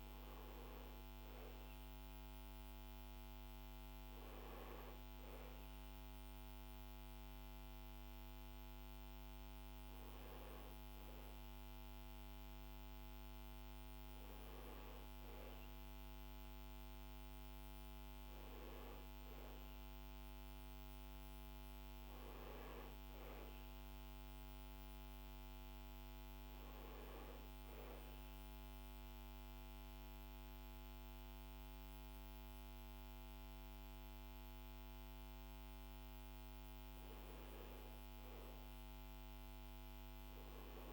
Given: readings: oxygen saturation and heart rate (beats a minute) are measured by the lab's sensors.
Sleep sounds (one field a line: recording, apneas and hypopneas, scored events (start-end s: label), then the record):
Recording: breathing in sleep, hard to hear, by a microphone on the trachea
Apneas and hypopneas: 1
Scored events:
26.50-36.50 s: central apnea (oxygen 95% before, 94% lowest, heart rate 70 before, 68 extreme, up 4 after)
39.50-40.92 s: arousal
From the record:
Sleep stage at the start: N2 (light sleep)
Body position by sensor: on the back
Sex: male